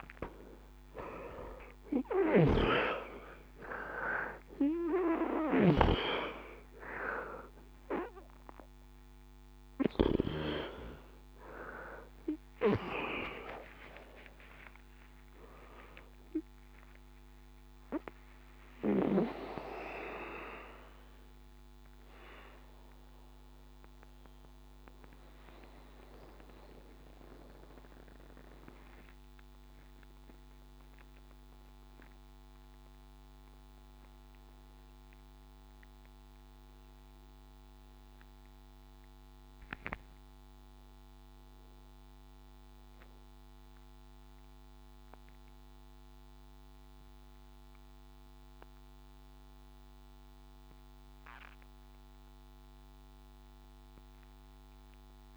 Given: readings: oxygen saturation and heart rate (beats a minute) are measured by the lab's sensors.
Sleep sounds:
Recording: a person awake in a sleep study, by a microphone on the trachea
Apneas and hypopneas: none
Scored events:
0.00-33.50 s: oxygen desaturation (device-marked, oxygen 81% lowest, heart rate 60 extreme)
From the record:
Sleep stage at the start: awake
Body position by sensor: on the back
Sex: male

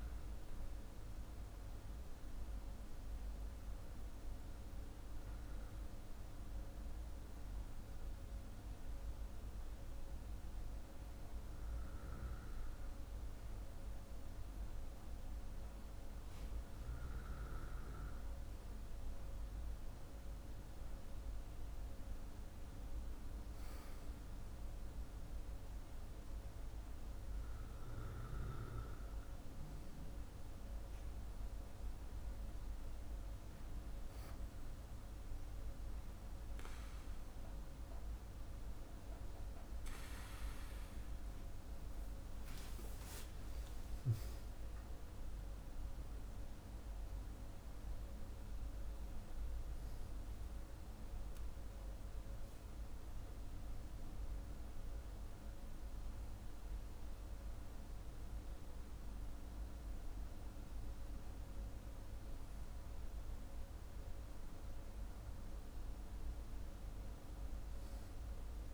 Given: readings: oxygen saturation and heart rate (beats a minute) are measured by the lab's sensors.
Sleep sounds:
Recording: breathing in sleep, hard to hear, by a room microphone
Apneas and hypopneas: 1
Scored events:
0.00-1.50 s: oxygen desaturation (device-marked, oxygen 94% lowest, heart rate 42 extreme)
2.50-19.50 s: hypopnea (oxygen 98% before, 96% lowest, heart rate 52 before, 44 extreme, up 6 after)
21.50-25.50 s: arousal
45.50-49.50 s: arousal
From the record:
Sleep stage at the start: N2 (light sleep)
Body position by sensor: on the back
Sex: male

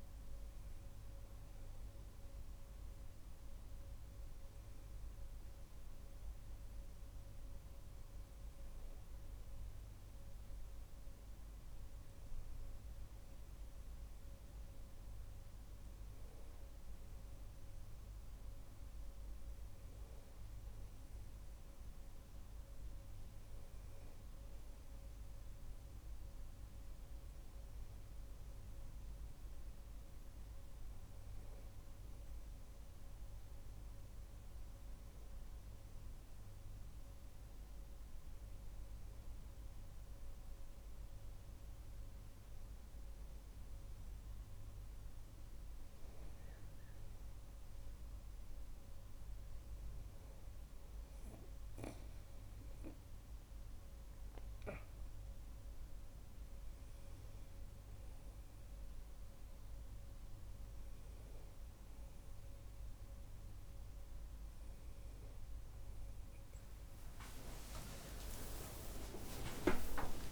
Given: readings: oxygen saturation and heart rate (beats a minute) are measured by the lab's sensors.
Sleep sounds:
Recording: a person partly awake in a sleep study, by a room microphone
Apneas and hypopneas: 1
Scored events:
22.00-26.50 s: arousal
34.00-45.50 s: hypopnea (oxygen 98% before, 95% lowest)
50.50-70.32 s: new sleep stage, awake
From the record:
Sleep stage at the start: N1 (lightest sleep)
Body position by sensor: on the back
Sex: male

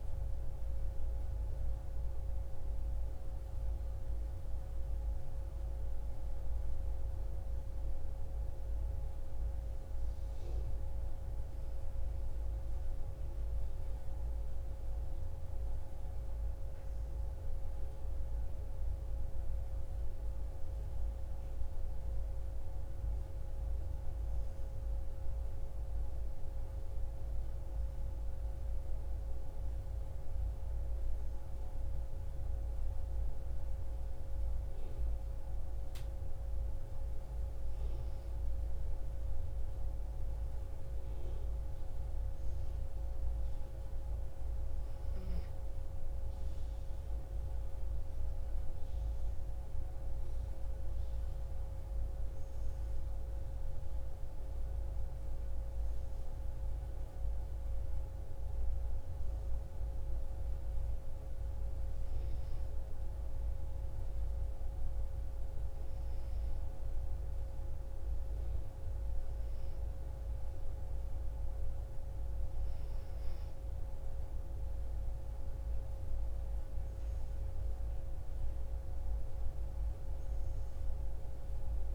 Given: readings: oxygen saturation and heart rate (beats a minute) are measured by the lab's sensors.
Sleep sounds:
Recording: breathing in sleep, hard to hear, by a room microphone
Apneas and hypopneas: 1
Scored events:
60.00-72.00 s: hypopnea (oxygen 96% before, 93% lowest)
74.00-77.50 s: arousal
From the record:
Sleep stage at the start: N1 (lightest sleep)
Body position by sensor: on the back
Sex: female

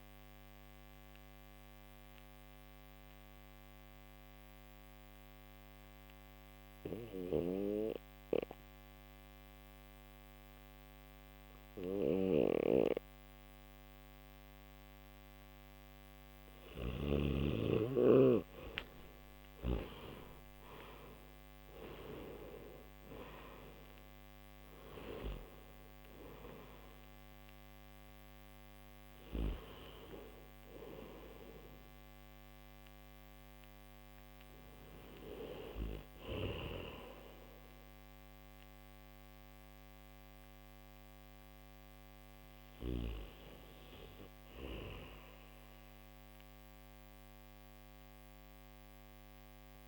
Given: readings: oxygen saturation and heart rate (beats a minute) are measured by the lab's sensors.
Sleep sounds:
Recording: breathing in sleep by a microphone on the trachea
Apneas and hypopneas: none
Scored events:
11.50-16.50 s: snoring (device-marked)
16.00-45.00 s: oxygen desaturation (device-marked, oxygen 97% before, 89% lowest, heart rate 62 before, 61 extreme)
From the record:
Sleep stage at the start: N1 (lightest sleep)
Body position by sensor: on the back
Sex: male

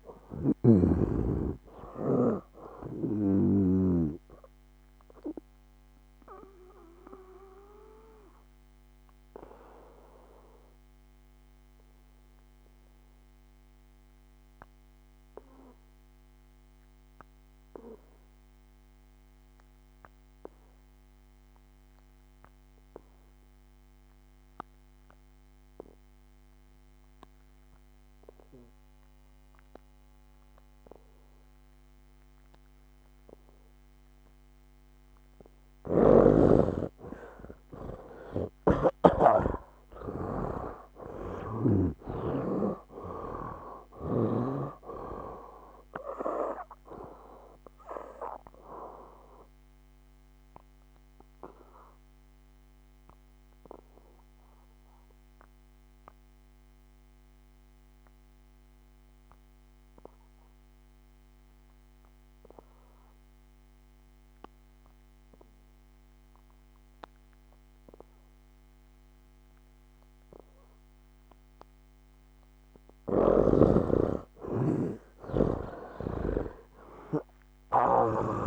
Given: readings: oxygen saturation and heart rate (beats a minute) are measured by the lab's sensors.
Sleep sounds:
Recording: breathing in sleep by a microphone on the trachea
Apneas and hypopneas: 2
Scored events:
0.00-4.00 s: snoring (device-marked)
0.00-23.50 s: oxygen desaturation (device-marked, oxygen 81% lowest, heart rate 68 extreme)
5.00-35.00 s: obstructive apnea (oxygen 98% before, 79% lowest, heart rate 75 before, 69 extreme, up 7 after)
35.50-39.50 s: snoring (device-marked)
37.50-68.50 s: oxygen desaturation (device-marked, oxygen 98% before, 79% lowest, heart rate 70 before, 65 extreme)
39.50-44.00 s: arousal
49.50-72.00 s: obstructive apnea (oxygen 98% before, 78% lowest, heart rate 73 before, 65 extreme, up 11 after)
73.00-76.50 s: snoring (device-marked)
73.50-78.47 s: oxygen desaturation (device-marked, oxygen 97% before, 78% lowest, heart rate 70 before, 68 extreme)
76.00-78.47 s: arousal
From the record:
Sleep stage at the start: N2 (light sleep)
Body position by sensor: on the back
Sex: male

